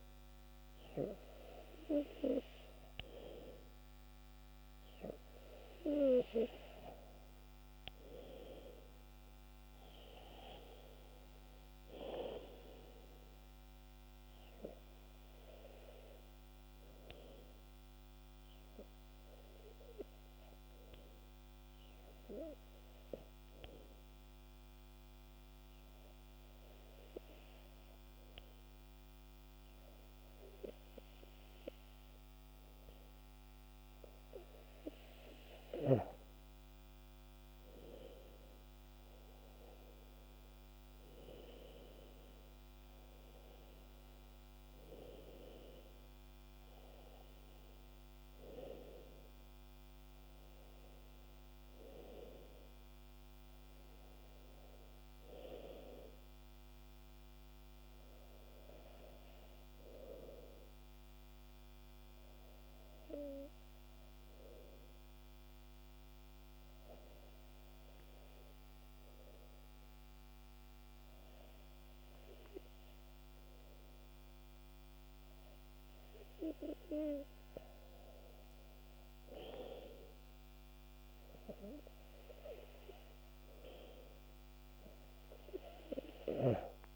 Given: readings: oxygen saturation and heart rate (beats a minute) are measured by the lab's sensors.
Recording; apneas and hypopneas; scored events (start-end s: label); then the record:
breathing in sleep by a microphone on the trachea; 2
8.00-12.00 s: arousal
16.00-33.50 s: obstructive apnea (oxygen 95% before, 94% lowest, heart rate 72 before, 67 extreme, up 11 after)
36.50-40.50 s: arousal
60.50-75.50 s: obstructive apnea (oxygen 97% before, 94% lowest, heart rate 76 before, 64 extreme, up 8 after)
78.00-83.00 s: arousal
From the record:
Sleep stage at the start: N2 (light sleep); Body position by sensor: on the back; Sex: male